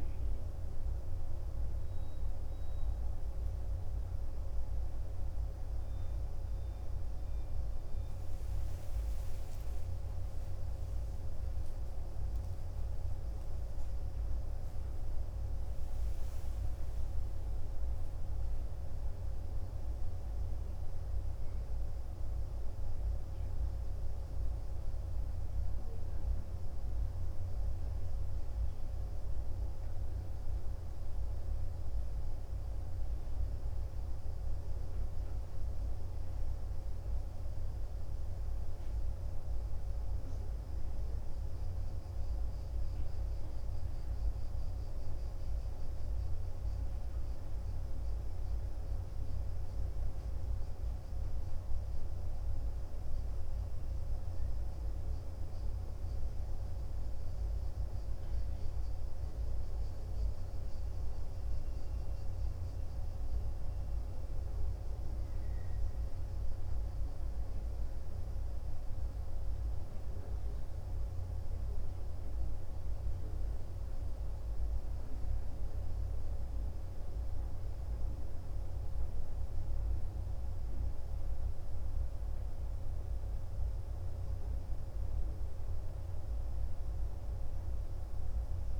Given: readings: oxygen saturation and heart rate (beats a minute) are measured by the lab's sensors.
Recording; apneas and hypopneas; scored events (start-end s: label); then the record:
breathing in sleep, hard to hear, by a room microphone; 1
4.50-15.50 s: hypopnea (oxygen 93% before, 91% lowest, heart rate 54 before, 50 extreme)
16.00-19.50 s: arousal
From the record:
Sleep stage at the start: N2 (light sleep); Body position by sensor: on the back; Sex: male